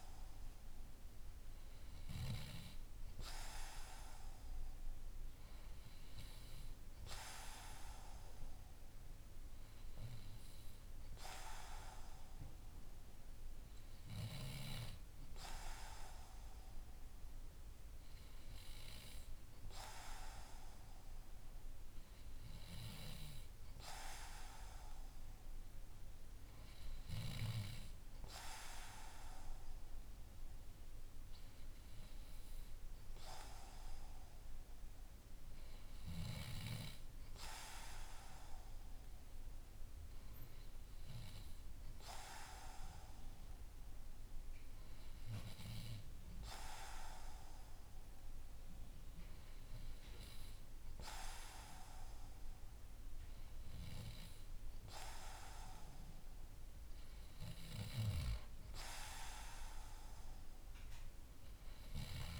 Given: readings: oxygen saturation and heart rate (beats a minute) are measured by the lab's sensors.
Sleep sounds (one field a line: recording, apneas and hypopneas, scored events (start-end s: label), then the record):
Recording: breathing in sleep by a room microphone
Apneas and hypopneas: none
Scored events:
none scored
From the record:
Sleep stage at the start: N2 (light sleep)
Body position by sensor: on the back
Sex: male